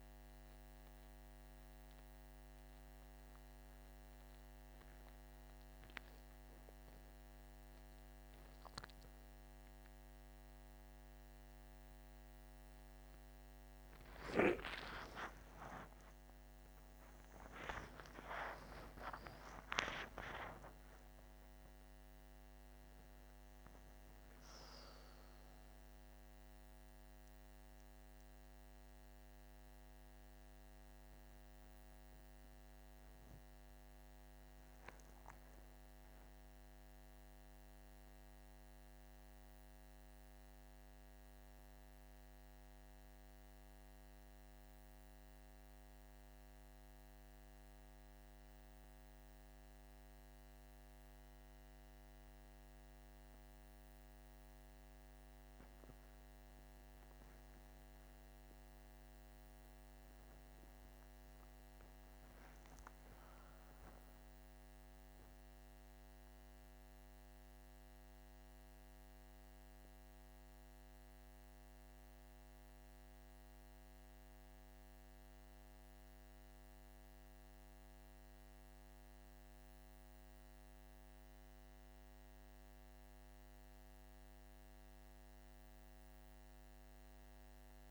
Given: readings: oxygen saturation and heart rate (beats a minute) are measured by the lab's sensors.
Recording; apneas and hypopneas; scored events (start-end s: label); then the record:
a person awake in a sleep study, by a microphone on the trachea; none
15.50-75.50 s: new sleep stage, awake
17.50-19.50 s: tachycardia (device-marked, heart rate 55 before, 86 extreme)
75.50-87.91 s: new sleep stage, N1 (lightest sleep)
From the record:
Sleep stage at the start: N1 (lightest sleep); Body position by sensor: on the back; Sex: male